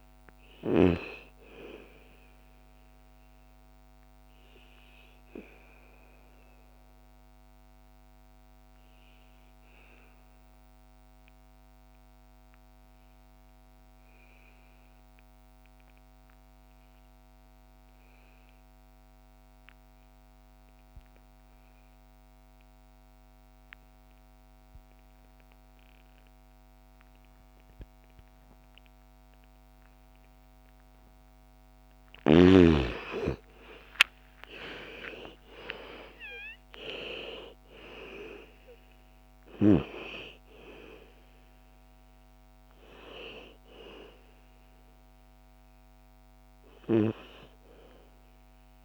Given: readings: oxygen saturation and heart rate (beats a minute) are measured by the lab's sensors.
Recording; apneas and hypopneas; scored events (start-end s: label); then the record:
breathing in sleep by a microphone on the trachea; 1
0.00-13.00 s: oxygen desaturation (device-marked, oxygen 83% lowest, heart rate 54 extreme)
3.00-31.00 s: obstructive apnea (oxygen 99% before, 79% lowest, heart rate 63 before, 54 extreme, up 13 after)
27.00-48.85 s: oxygen desaturation (device-marked, oxygen 99% before, 79% lowest, heart rate 57 before, 55 extreme)
32.50-37.50 s: arousal
From the record:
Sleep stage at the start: N2 (light sleep); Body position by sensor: on the back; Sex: female